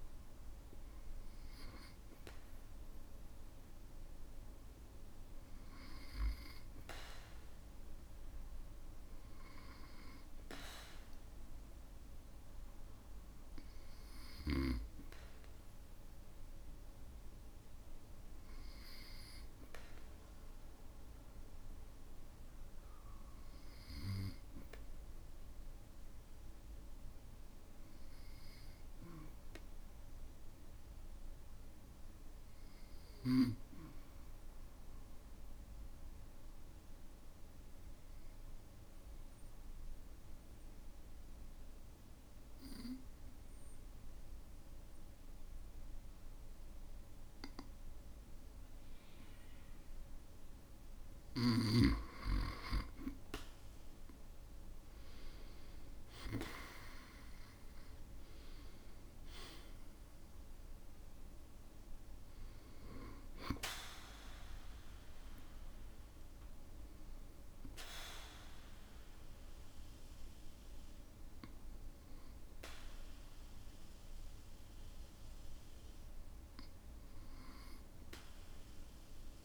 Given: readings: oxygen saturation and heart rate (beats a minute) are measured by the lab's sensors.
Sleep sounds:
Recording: breathing in sleep by a room microphone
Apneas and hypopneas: 1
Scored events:
35.50-51.50 s: mixed apnea (oxygen 96% before, 87% lowest, heart rate 56 before, 52 extreme, up 12 after)
54.00-58.50 s: arousal
73.50-79.45 s: oxygen desaturation (device-marked, oxygen 95% before, 87% lowest, heart rate 62 before, 55 extreme)
From the record:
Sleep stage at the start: N2 (light sleep)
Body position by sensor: on the back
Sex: male

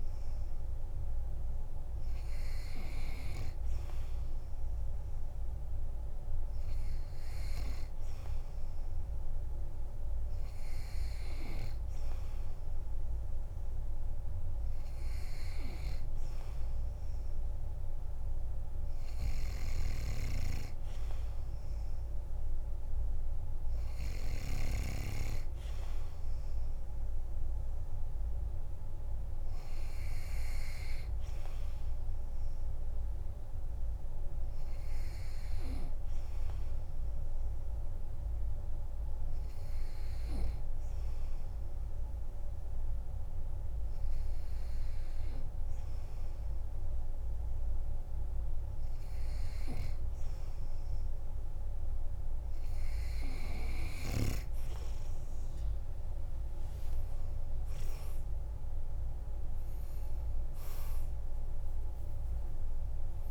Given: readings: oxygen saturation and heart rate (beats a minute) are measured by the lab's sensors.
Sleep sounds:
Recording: breathing in sleep by a room microphone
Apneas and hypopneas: none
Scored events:
56.00-59.50 s: arousal
From the record:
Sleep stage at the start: N2 (light sleep)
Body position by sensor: on the back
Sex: male

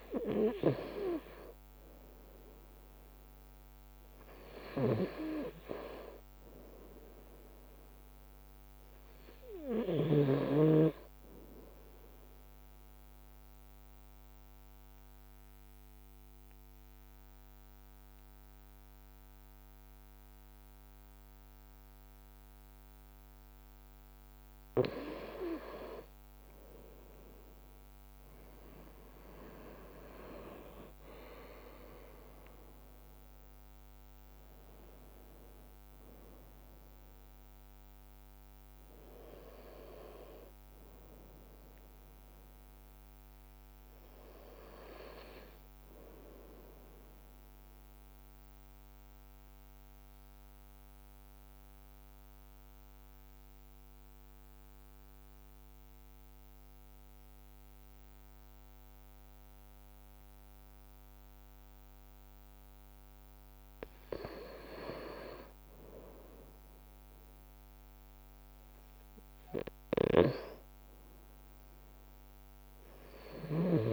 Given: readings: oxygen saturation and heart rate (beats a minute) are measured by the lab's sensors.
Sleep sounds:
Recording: breathing in sleep by a microphone on the trachea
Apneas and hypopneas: 2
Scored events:
0.50-9.50 s: leg movement (device-marked)
4.50-10.00 s: snoring (device-marked)
13.00-24.50 s: obstructive apnea (oxygen 96% before, 94% lowest, heart rate 55 before, 55 extreme, up 3 after)
18.00-22.00 s: leg movement (device-marked)
24.00-31.50 s: leg movement (device-marked)
26.00-31.00 s: arousal
41.50-44.00 s: leg movement (device-marked)
48.00-63.00 s: obstructive apnea (oxygen 96% before, 94% lowest, heart rate 57 before, 54 extreme, up 0 after)
66.00-69.50 s: arousal
67.00-70.50 s: leg movement (device-marked)
69.50-73.93 s: snoring (device-marked)
From the record:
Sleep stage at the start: N2 (light sleep)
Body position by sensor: on the right side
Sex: male

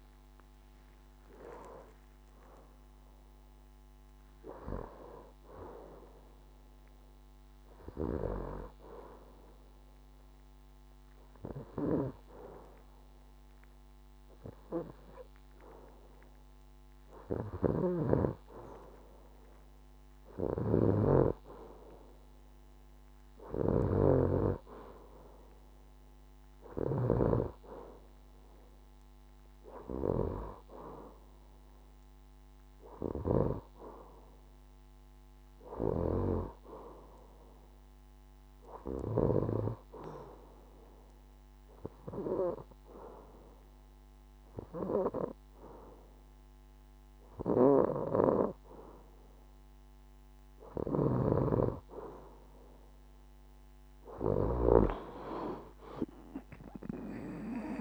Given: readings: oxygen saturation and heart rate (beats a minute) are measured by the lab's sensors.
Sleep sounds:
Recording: breathing in sleep by a microphone on the trachea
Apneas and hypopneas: 1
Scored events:
0.00-2.00 s: long interval between heartbeats (device-marked, heart rate 88 before, 86 extreme)
6.00-8.00 s: long interval between heartbeats (device-marked, heart rate 90 before, 87 extreme)
12.00-14.00 s: long interval between heartbeats (device-marked, heart rate 89 before, 98 extreme)
14.50-16.50 s: long interval between heartbeats (device-marked, heart rate 90 before, 99 extreme)
18.50-20.50 s: long interval between heartbeats (device-marked, heart rate 96 before, 129 extreme)
29.50-31.50 s: long interval between heartbeats (device-marked, heart rate 104 before, 89 extreme)
30.00-34.50 s: arousal
40.50-51.00 s: hypopnea (oxygen 94% before, 90% lowest, heart rate 92 before, 65 extreme, up 1 after)
From the record:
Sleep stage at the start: N2 (light sleep)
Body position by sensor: on the left side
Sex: female

